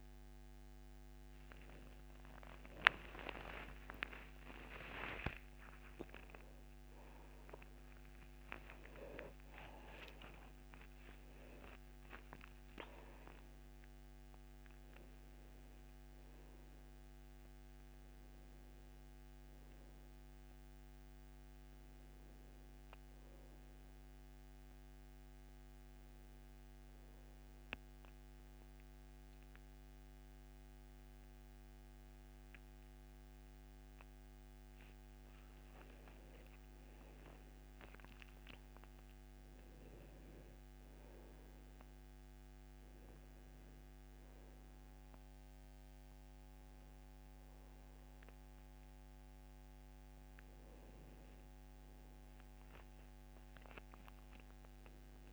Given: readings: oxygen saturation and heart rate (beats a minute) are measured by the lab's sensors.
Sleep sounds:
breathing in sleep by a microphone on the trachea; 1
3.50-55.33 s: new sleep stage, N1 (lightest sleep)
4.50-9.50 s: arousal
24.00-35.00 s: obstructive apnea (oxygen 100% before, 91% lowest, heart rate 85 before, 61 extreme, up 13 after)
37.00-40.50 s: arousal
39.50-54.50 s: oxygen desaturation (device-marked, oxygen 98% before, 94% lowest, heart rate 68 before, 61 extreme)
From the record:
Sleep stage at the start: N2 (light sleep); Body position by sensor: on the back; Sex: male

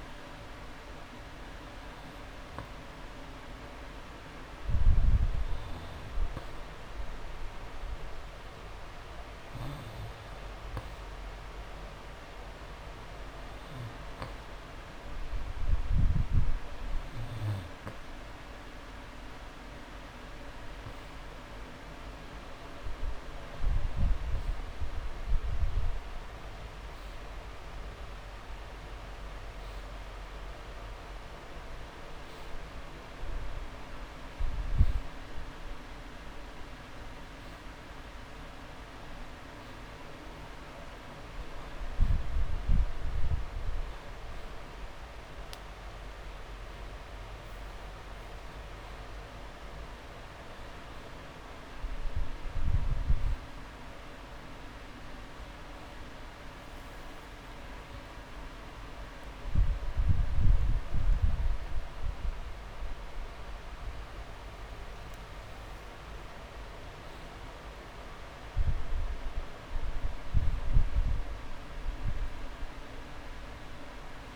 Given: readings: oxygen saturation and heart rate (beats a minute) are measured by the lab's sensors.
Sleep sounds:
breathing in sleep, hard to hear, by a room microphone; none
31.50-33.50 s: long interval between heartbeats (device-marked)
33.00-34.00 s: drop in pulse transit time (device-marked)
57.50-61.50 s: arousal
From the record:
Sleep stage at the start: N2 (light sleep); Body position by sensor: on the back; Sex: male

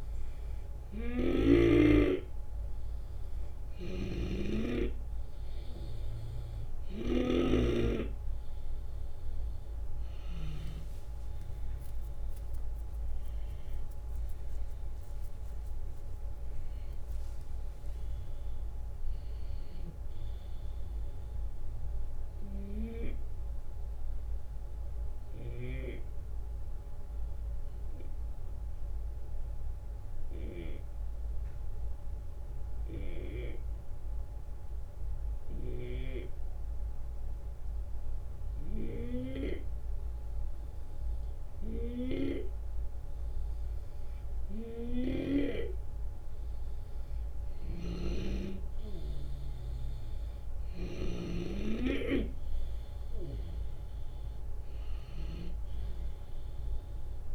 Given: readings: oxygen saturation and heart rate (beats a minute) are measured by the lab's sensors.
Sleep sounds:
breathing in sleep by a room microphone; 1
0.00-1.00 s: snoring (device-marked)
0.00-35.50 s: oxygen desaturation (device-marked, oxygen 91% lowest, heart rate 70 extreme)
3.00-10.50 s: snoring (device-marked)
9.50-24.50 s: drop in pulse transit time (device-marked, heart rate 73 before, 78 extreme)
10.50-15.50 s: arousal
19.00-25.50 s: snoring (device-marked)
23.00-39.00 s: obstructive apnea (oxygen 95% before, 91% lowest, heart rate 78 before, 70 extreme, up 4 after)
35.00-45.00 s: snoring (device-marked)
47.00-57.35 s: snoring (device-marked)
47.50-50.00 s: arousal
48.50-57.35 s: oxygen desaturation (device-marked, oxygen 95% before, 91% lowest, heart rate 72 before, 67 extreme)
50.50-57.35 s: drop in pulse transit time (device-marked, heart rate 73 before, 73 extreme)
From the record:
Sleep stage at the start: N2 (light sleep); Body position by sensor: on the left side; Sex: male

